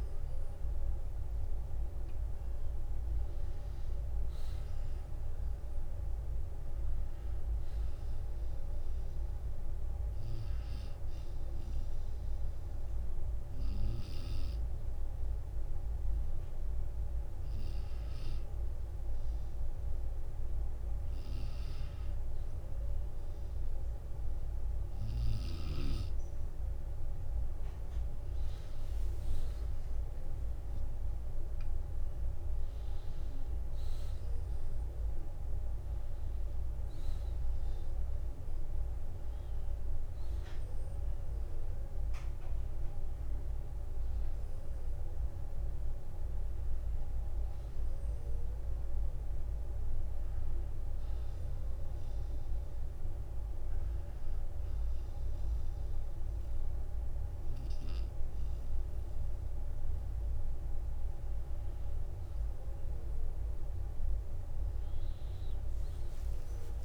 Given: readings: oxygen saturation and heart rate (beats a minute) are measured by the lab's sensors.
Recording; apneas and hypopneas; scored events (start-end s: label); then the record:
breathing in sleep, hard to hear, by a room microphone; 2
0.00-12.50 s: oxygen desaturation (device-marked, oxygen 90% lowest, heart rate 50 extreme)
3.50-6.50 s: arousal
10.00-20.00 s: hypopnea (oxygen 94% before, 92% lowest, heart rate 60 before, 54 extreme, up 10 after)
13.00-15.00 s: long interval between heartbeats (device-marked, heart rate 61 before, 59 extreme)
25.50-29.00 s: arousal
46.00-48.50 s: arousal
51.50-62.00 s: obstructive apnea (oxygen 94% before, 92% lowest, heart rate 62 before, 47 extreme, up 16 after)
59.50-66.84 s: new sleep stage, N1 (lightest sleep)
From the record:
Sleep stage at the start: N2 (light sleep); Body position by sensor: on the back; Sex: male